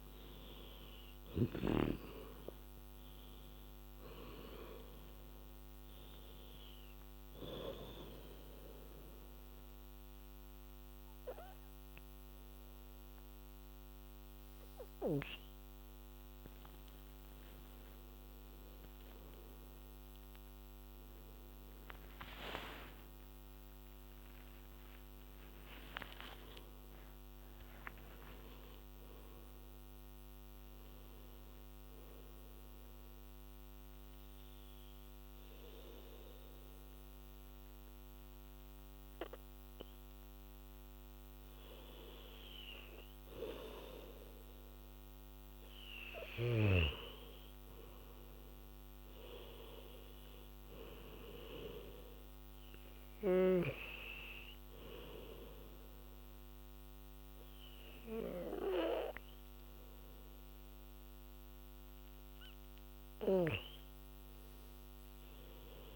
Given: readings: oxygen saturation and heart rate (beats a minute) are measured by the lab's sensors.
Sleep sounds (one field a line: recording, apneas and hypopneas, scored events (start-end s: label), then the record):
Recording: breathing in sleep by a microphone on the trachea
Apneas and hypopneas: 2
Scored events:
0.00-15.50 s: oxygen desaturation (device-marked, oxygen 90% lowest, heart rate 68 extreme)
7.50-18.00 s: obstructive apnea (oxygen 98% before, 93% lowest, heart rate 79 before, 68 extreme, up 16 after)
20.50-26.00 s: arousal
27.50-29.50 s: long interval between heartbeats (device-marked, heart rate 78 before, 90 extreme)
32.50-42.50 s: obstructive apnea (oxygen 98% before, 93% lowest, heart rate 81 before, 67 extreme, up 5 after)
45.00-48.50 s: arousal
45.50-60.50 s: oxygen desaturation (device-marked, oxygen 98% before, 93% lowest, heart rate 83 before, 67 extreme)
From the record:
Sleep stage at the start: N2 (light sleep)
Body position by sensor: on the back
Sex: female